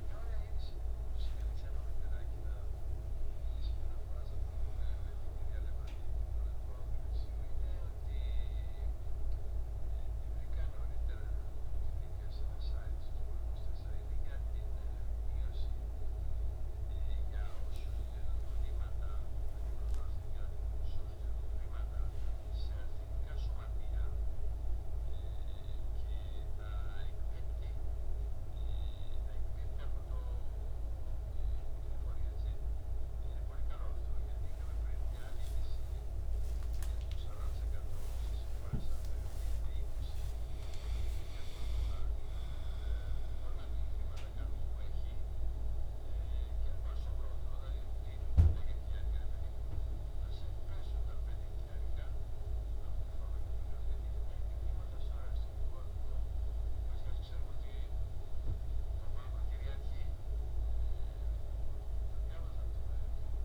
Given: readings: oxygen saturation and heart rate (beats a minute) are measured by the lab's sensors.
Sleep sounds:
a person partly awake in a sleep study, hard to hear, by a room microphone; none
26.50-63.45 s: new sleep stage, N1 (lightest sleep)
37.50-39.50 s: long interval between heartbeats (device-marked, heart rate 68 before, 76 extreme)
39.50-41.50 s: long interval between heartbeats (device-marked, heart rate 69 before, 87 extreme)
42.50-49.50 s: oxygen desaturation (device-marked, oxygen 96% before, 92% lowest, heart rate 72 before, 66 extreme)
From the record:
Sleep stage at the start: awake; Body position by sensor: on the back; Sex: male

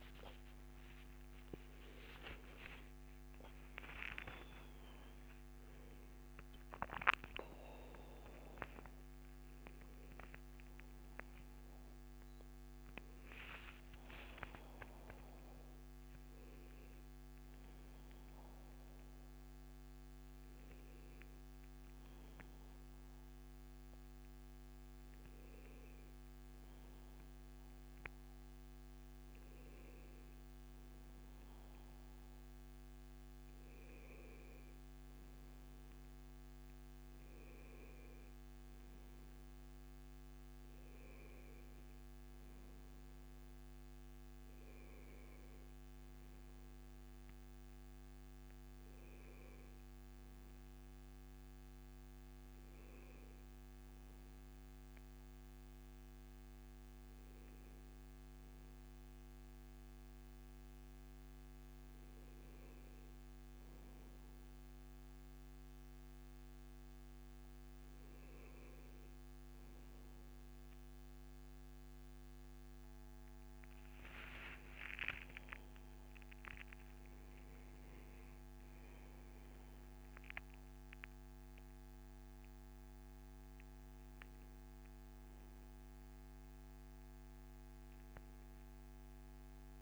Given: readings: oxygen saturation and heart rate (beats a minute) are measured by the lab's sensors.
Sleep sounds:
a person partly awake in a sleep study, by a microphone on the trachea; none
18.50-78.50 s: new sleep stage, N1 (lightest sleep)
78.50-89.82 s: new sleep stage, awake
From the record:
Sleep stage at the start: awake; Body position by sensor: on the back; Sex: male

